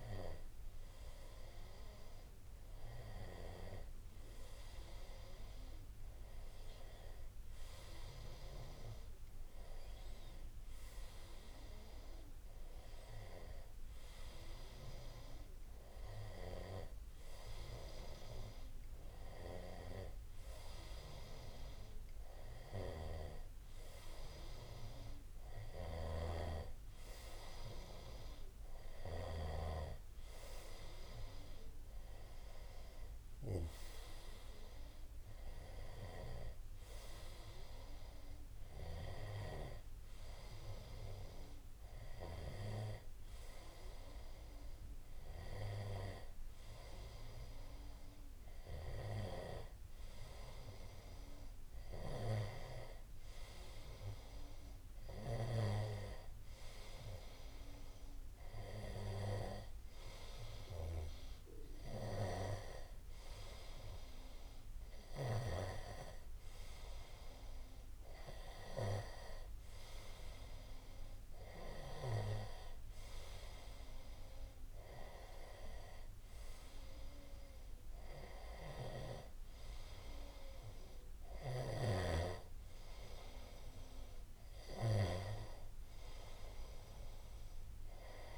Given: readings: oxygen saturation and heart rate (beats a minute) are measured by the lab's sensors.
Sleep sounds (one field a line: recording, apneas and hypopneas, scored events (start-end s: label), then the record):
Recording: breathing in sleep by a room microphone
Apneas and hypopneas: none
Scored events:
16.00-19.00 s: tachycardia (device-marked, heart rate 96 before, 95 extreme)
22.50-29.00 s: snoring (device-marked)
From the record:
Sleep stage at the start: N1 (lightest sleep)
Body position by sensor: on the right side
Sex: male